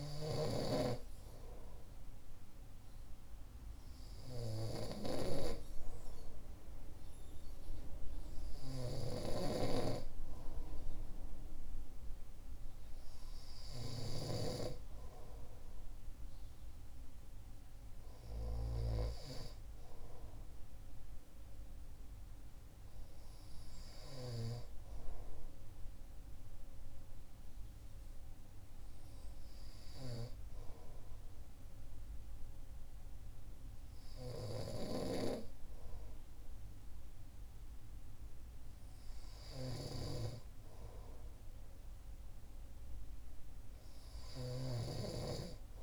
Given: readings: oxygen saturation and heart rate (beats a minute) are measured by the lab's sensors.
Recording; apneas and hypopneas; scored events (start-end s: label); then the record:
breathing in sleep by a room microphone; none
0.00-24.50 s: snoring (device-marked)
34.50-45.83 s: snoring (device-marked)
From the record:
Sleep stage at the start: REM sleep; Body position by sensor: on the right side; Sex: male